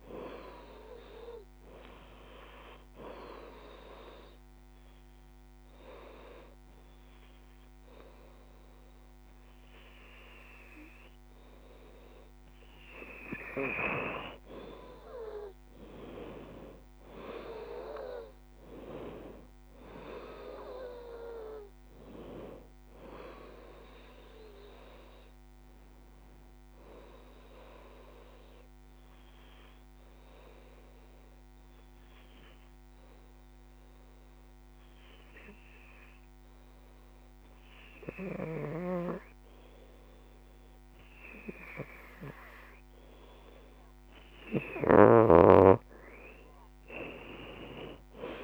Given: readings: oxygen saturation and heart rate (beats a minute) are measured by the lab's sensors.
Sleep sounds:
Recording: breathing in sleep by a microphone on the trachea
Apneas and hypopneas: 2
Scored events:
0.00-4.50 s: leg movement (device-marked)
1.00-12.00 s: oxygen desaturation (device-marked, oxygen 93% before, 89% lowest, heart rate 78 before, 67 extreme)
2.00-13.00 s: hypopnea (oxygen 96% before, 85% lowest, heart rate 78 before, 67 extreme, up 10 after)
14.50-18.50 s: arousal
18.00-32.00 s: oxygen desaturation (device-marked, oxygen 91% before, 85% lowest, heart rate 79 before, 67 extreme)
27.50-44.00 s: obstructive apnea (oxygen 93% before, 85% lowest, heart rate 81 before, 66 extreme, up 15 after)
40.00-48.44 s: oxygen desaturation (device-marked, oxygen 94% before, 85% lowest, heart rate 73 before, 66 extreme)
44.50-48.00 s: arousal
From the record:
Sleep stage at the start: N2 (light sleep)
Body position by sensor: on the right side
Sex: female

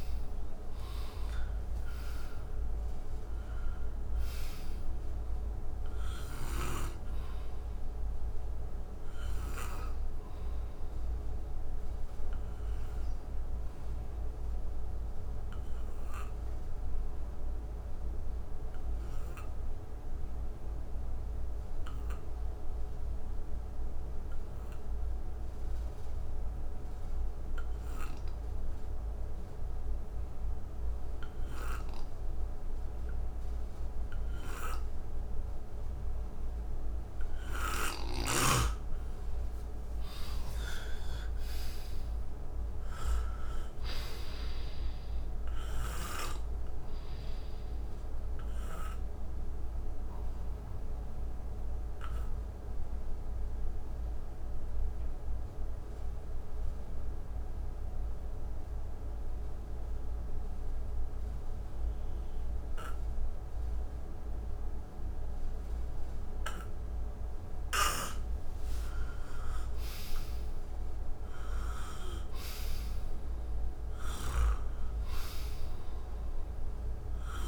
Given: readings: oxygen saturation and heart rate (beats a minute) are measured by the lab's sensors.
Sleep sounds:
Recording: breathing in sleep by a room microphone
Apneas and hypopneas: 2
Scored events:
0.00-22.50 s: oxygen desaturation (device-marked, oxygen 86% lowest, heart rate 57 extreme)
8.00-37.50 s: obstructive apnea (oxygen 96% before, 86% lowest, heart rate 77 before, 57 extreme, up 10 after)
37.50-61.50 s: oxygen desaturation (device-marked, oxygen 97% before, 89% lowest, heart rate 61 before, 57 extreme)
39.50-43.50 s: arousal
47.00-66.50 s: obstructive apnea (oxygen 98% before, 87% lowest, heart rate 63 before, 57 extreme, up 12 after)
68.50-72.00 s: arousal
73.50-77.48 s: oxygen desaturation (device-marked, oxygen 97% before, 88% lowest, heart rate 61 before, 57 extreme)
From the record:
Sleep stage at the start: N2 (light sleep)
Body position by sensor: on the right side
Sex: male

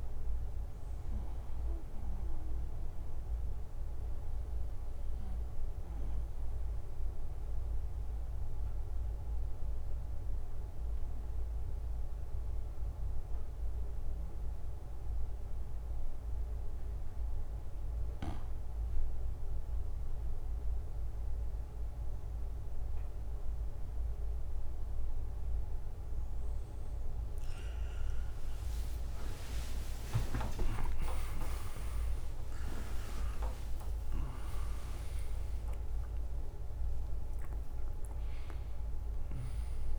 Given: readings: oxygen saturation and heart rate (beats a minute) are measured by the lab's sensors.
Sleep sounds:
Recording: breathing in sleep by a room microphone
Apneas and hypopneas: 1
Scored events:
5.50-16.50 s: obstructive apnea (oxygen 95% before, 91% lowest, heart rate 67 before, 61 extreme, up 8 after)
24.00-29.50 s: arousal
25.00-39.99 s: oxygen desaturation (device-marked, oxygen 95% before, 91% lowest, heart rate 64 before, 58 extreme)
29.50-31.50 s: long interval between heartbeats (device-marked, heart rate 65 before, 79 extreme)
32.00-39.99 s: drop in pulse transit time (device-marked, heart rate 68 before, 75 extreme)
32.50-34.50 s: long interval between heartbeats (device-marked, heart rate 68 before, 88 extreme)
From the record:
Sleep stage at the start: N2 (light sleep)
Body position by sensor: on the right side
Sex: male

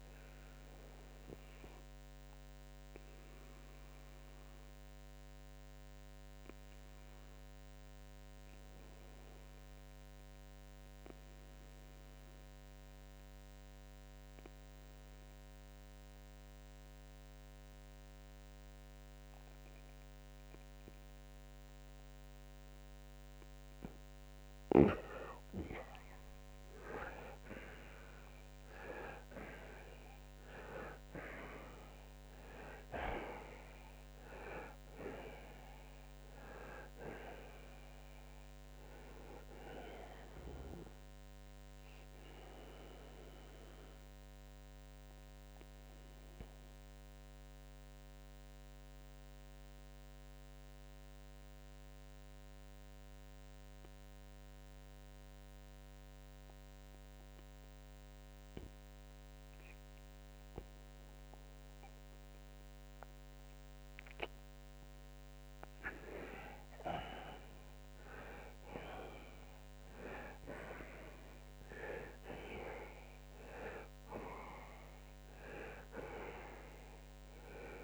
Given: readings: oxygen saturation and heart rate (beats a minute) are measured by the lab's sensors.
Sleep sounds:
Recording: breathing in sleep by a microphone on the trachea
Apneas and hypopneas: 2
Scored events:
2.50-22.50 s: obstructive apnea (oxygen 95% before, 84% lowest, heart rate 91 before, 69 extreme, up 24 after)
15.00-27.00 s: oxygen desaturation (device-marked, oxygen 90% before, 84% lowest, heart rate 86 before, 75 extreme)
27.00-32.00 s: arousal
34.00-41.00 s: oxygen desaturation (device-marked, oxygen 96% before, 92% lowest, heart rate 83 before, 74 extreme)
42.50-64.00 s: obstructive apnea (oxygen 96% before, 86% lowest, heart rate 89 before, 74 extreme, up 13 after)
43.00-62.00 s: oxygen desaturation (device-marked, oxygen 95% before, 86% lowest, heart rate 89 before, 74 extreme)
65.50-69.00 s: arousal
From the record:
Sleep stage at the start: N2 (light sleep)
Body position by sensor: on the right side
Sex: male

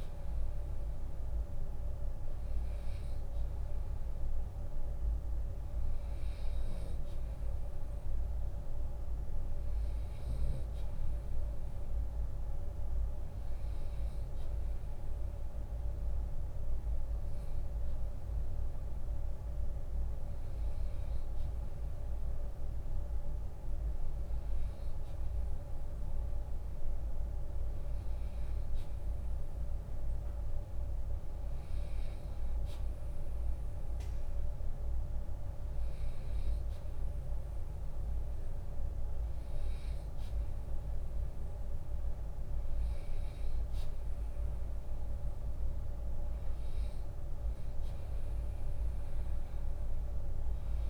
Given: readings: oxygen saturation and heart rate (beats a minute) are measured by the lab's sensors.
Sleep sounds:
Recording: breathing in sleep, hard to hear, by a room microphone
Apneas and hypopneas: none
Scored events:
21.50-23.50 s: long interval between heartbeats (device-marked, heart rate 80 before, 70 extreme)
38.50-40.50 s: long interval between heartbeats (device-marked, heart rate 71 before, 73 extreme)
From the record:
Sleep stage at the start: N2 (light sleep)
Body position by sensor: on the right side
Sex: male

